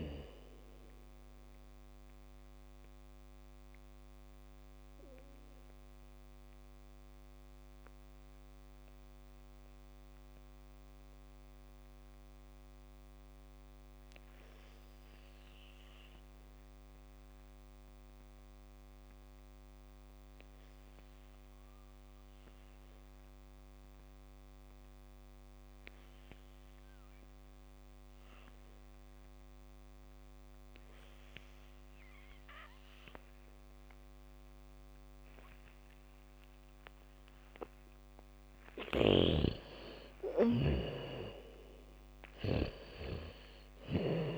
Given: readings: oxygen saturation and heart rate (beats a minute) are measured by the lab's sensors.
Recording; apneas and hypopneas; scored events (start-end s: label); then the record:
breathing in sleep by a microphone on the trachea; 1
0.00-18.00 s: oxygen desaturation (device-marked, oxygen 79% lowest, heart rate 44 extreme)
2.50-38.00 s: mixed apnea (oxygen 99% before, 79% lowest, heart rate 63 before, 44 extreme, up 1 after)
25.00-44.38 s: oxygen desaturation (device-marked, oxygen 99% before, 83% lowest, heart rate 77 before, 43 extreme)
31.00-44.38 s: bradycardia (device-marked, heart rate 70 before, 44 extreme)
39.50-43.50 s: arousal
From the record:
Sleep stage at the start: N2 (light sleep); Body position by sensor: on the back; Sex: female